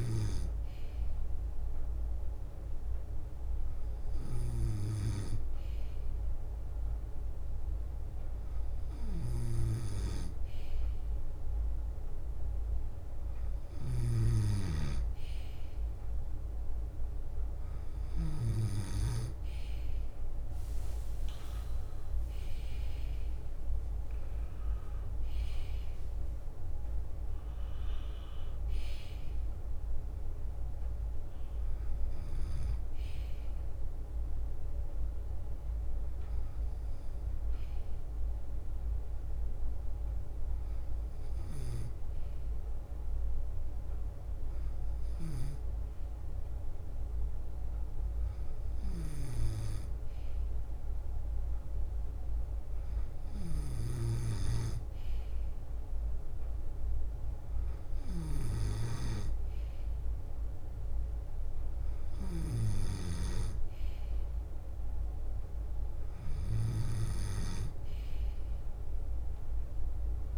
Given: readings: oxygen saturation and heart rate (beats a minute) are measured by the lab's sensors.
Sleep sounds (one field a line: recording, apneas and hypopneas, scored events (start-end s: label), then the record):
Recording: breathing in sleep by a room microphone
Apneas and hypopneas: none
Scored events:
0.00-4.00 s: bradycardia (device-marked, heart rate 52 extreme)
0.00-14.00 s: drop in pulse transit time (device-marked, heart rate 52 extreme)
2.50-11.00 s: leg movement (device-marked)
7.50-9.50 s: long interval between heartbeats (device-marked, heart rate 54 before, 62 extreme)
11.00-17.00 s: bradycardia (device-marked, heart rate 58 before, 55 extreme)
20.00-27.50 s: leg movement (device-marked)
20.50-22.50 s: long interval between heartbeats (device-marked, heart rate 58 before, 66 extreme)
20.50-24.50 s: arousal
28.00-70.37 s: bradycardia (device-marked, heart rate 59 before, 53 extreme)
31.00-33.50 s: leg movement (device-marked)
34.50-38.00 s: leg movement (device-marked)
38.00-42.50 s: leg movement (device-marked)
43.50-50.50 s: leg movement (device-marked)
44.00-62.00 s: drop in pulse transit time (device-marked, heart rate 58 before, 53 extreme)
54.50-62.00 s: leg movement (device-marked)
64.00-68.00 s: leg movement (device-marked)
69.00-70.37 s: leg movement (device-marked)
From the record:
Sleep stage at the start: N2 (light sleep)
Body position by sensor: on the back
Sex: male